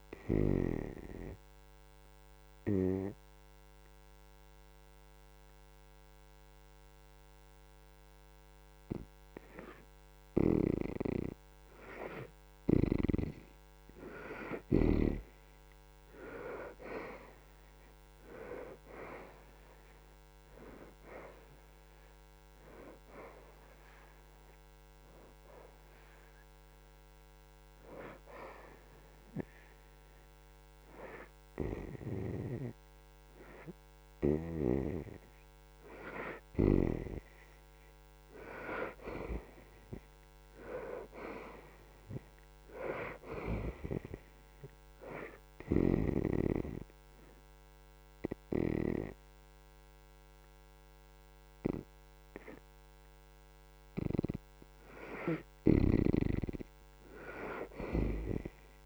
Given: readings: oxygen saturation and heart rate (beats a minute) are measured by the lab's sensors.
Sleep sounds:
breathing in sleep by a microphone on the trachea; 3
0.50-10.50 s: obstructive apnea (oxygen 82% before, 64% lowest, heart rate 80 before, 75 extreme, up 3 after)
1.00-15.00 s: oxygen desaturation (device-marked, oxygen 80% before, 67% lowest, heart rate 80 before, 73 extreme)
16.00-19.50 s: arousal
26.50-36.50 s: hypopnea (oxygen 80% before, 64% lowest, heart rate 79 before, 73 extreme, up 5 after)
27.00-44.00 s: oxygen desaturation (device-marked, oxygen 80% before, 64% lowest, heart rate 80 before, 73 extreme)
38.00-41.50 s: arousal
44.50-54.50 s: obstructive apnea (oxygen 80% before, 63% lowest, heart rate 77 before, 76 extreme, up 2 after)
49.00-58.86 s: oxygen desaturation (device-marked, oxygen 81% before, 69% lowest, heart rate 76 before, 76 extreme)
56.00-58.86 s: arousal
From the record:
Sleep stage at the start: N2 (light sleep); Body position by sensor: on the back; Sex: female

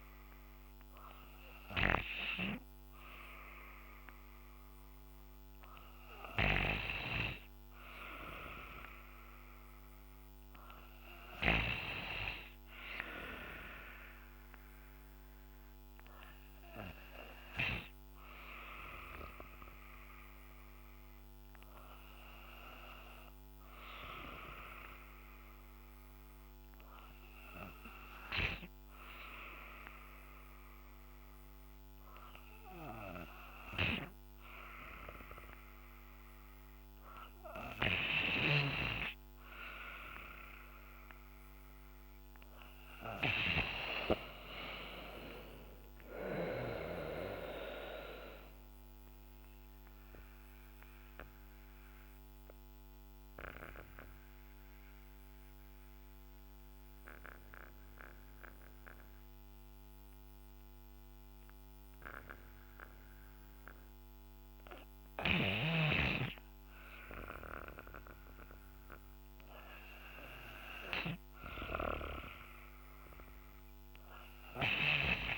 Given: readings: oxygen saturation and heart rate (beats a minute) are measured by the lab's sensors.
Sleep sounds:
breathing in sleep by a microphone on the trachea; 1
42.00-45.50 s: arousal
48.00-63.00 s: obstructive apnea (oxygen 95% before, 90% lowest, heart rate 64 before, 61 extreme, up 3 after)
56.00-75.38 s: new sleep stage, N2 (light sleep)
68.00-72.00 s: arousal
74.00-75.38 s: oxygen desaturation (device-marked, oxygen 99% before, 92% lowest, heart rate 63 before, 64 extreme)
From the record:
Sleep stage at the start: N3 (deep sleep); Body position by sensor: on the back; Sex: female

